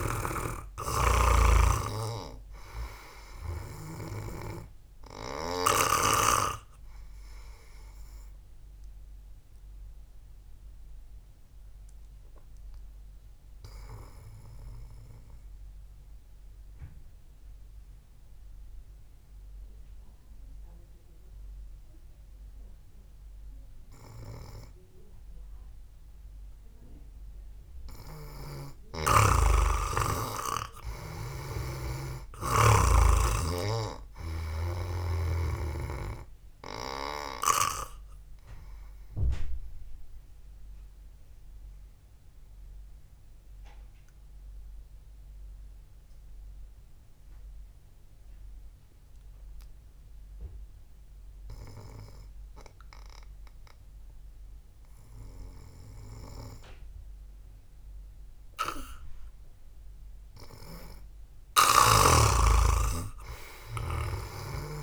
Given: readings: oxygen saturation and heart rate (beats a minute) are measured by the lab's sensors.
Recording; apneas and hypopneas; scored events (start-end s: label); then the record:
breathing in sleep by a room microphone; 2
0.00-2.00 s: arousal
0.00-6.50 s: snoring (device-marked)
1.50-9.50 s: oxygen desaturation (device-marked, oxygen 97% before, 93% lowest, heart rate 65 before, 55 extreme)
11.00-28.50 s: hypopnea (oxygen 97% before, 90% lowest, heart rate 62 before, 54 extreme)
16.50-24.50 s: oxygen desaturation (device-marked, oxygen 94% before, 91% lowest, heart rate 63 before, 54 extreme)
30.00-33.00 s: arousal
32.00-35.50 s: snoring (device-marked)
32.50-59.50 s: oxygen desaturation (device-marked, oxygen 98% before, 90% lowest, heart rate 65 before, 54 extreme)
39.50-53.50 s: obstructive apnea (oxygen 98% before, 89% lowest, heart rate 60 before, 54 extreme, up 10 after)
59.00-62.50 s: arousal
62.50-64.83 s: snoring (device-marked)
From the record:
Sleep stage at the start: N2 (light sleep); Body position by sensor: on the back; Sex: male